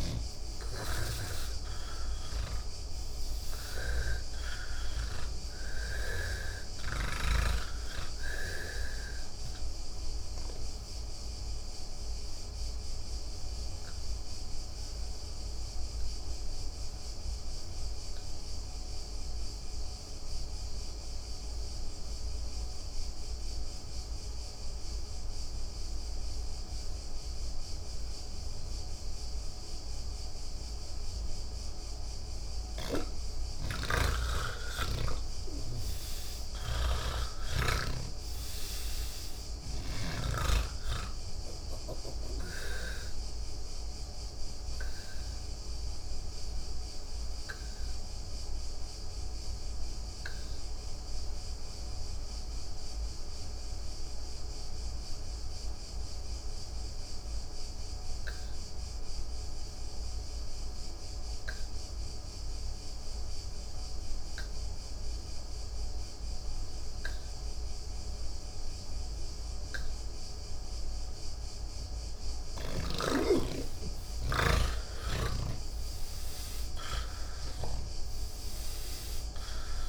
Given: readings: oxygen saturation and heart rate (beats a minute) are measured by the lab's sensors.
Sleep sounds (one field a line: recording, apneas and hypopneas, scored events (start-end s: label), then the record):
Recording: breathing in sleep by a room microphone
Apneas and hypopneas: 2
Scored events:
0.00-6.50 s: snoring (device-marked)
0.00-25.00 s: oxygen desaturation (device-marked, oxygen 80% lowest, heart rate 79 extreme)
11.50-33.00 s: obstructive apnea (oxygen 98% before, 80% lowest, heart rate 142 before, 79 extreme, up 21 after)
38.00-61.00 s: oxygen desaturation (device-marked, oxygen 98% before, 85% lowest)
43.50-72.00 s: obstructive apnea (oxygen 99% before, 81% lowest)
63.00-79.89 s: oxygen desaturation (device-marked, oxygen 98% before, 81% lowest, heart rate 96 before, 154 extreme)
77.50-79.89 s: snoring (device-marked)
From the record:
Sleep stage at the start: N3 (deep sleep)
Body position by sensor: on the back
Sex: male